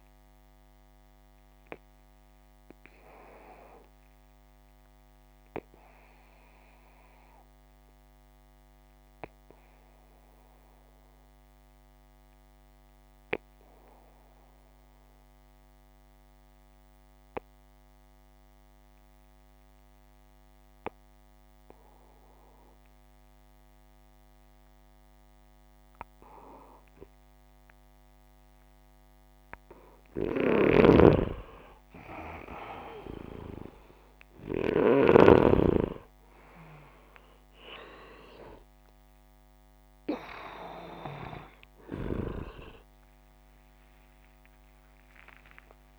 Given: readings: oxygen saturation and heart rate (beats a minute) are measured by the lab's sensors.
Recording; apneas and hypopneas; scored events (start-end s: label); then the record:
breathing in sleep by a microphone on the trachea; 1
0.00-15.50 s: oxygen desaturation (device-marked, oxygen 88% lowest, heart rate 59 extreme)
0.50-27.50 s: obstructive apnea (oxygen 96% before, 88% lowest, heart rate 87 before, 59 extreme)
30.00-34.50 s: snoring (device-marked)
44.00-45.99 s: arousal
From the record:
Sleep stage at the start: N2 (light sleep); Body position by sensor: upright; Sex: male